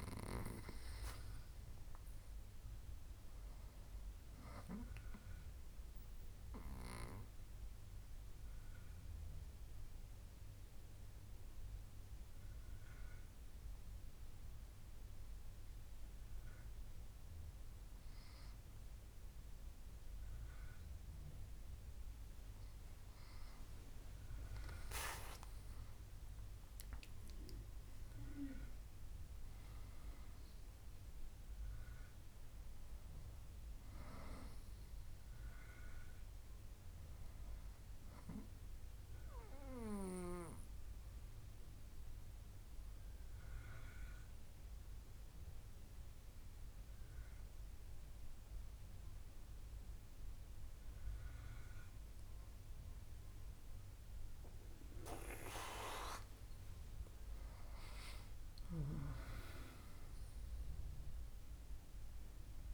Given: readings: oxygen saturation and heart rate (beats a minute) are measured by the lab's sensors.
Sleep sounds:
breathing in sleep by a room microphone; 2
5.50-23.50 s: obstructive apnea (oxygen 99% before, 96% lowest, heart rate 71 before, 67 extreme, up 8 after)
25.00-29.00 s: arousal
42.50-55.50 s: obstructive apnea (oxygen 98% before, 96% lowest, heart rate 71 before, 68 extreme, up 6 after)
57.00-61.00 s: arousal
From the record:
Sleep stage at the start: N2 (light sleep); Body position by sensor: on the back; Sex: female

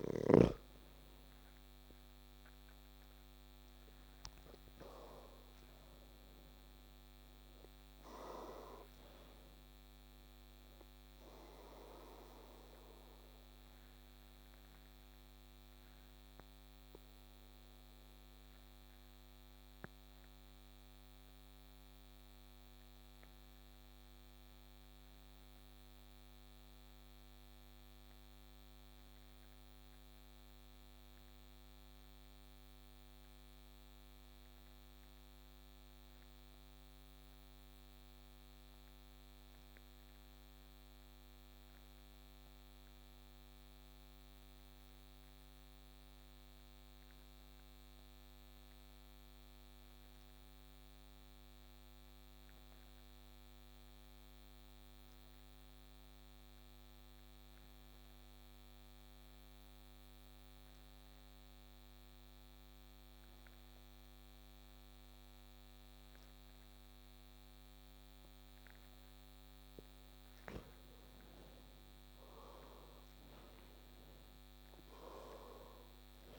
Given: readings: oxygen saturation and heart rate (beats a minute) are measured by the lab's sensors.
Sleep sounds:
breathing in sleep by a microphone on the trachea; 1
0.00-4.00 s: arousal
0.00-32.50 s: oxygen desaturation (device-marked, oxygen 86% lowest)
12.00-70.50 s: obstructive apnea (oxygen 96% before, 86% lowest)
57.50-76.39 s: oxygen desaturation (device-marked, oxygen 98% before, 86% lowest)
73.50-76.39 s: arousal
From the record:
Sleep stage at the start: N2 (light sleep); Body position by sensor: on the back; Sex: male

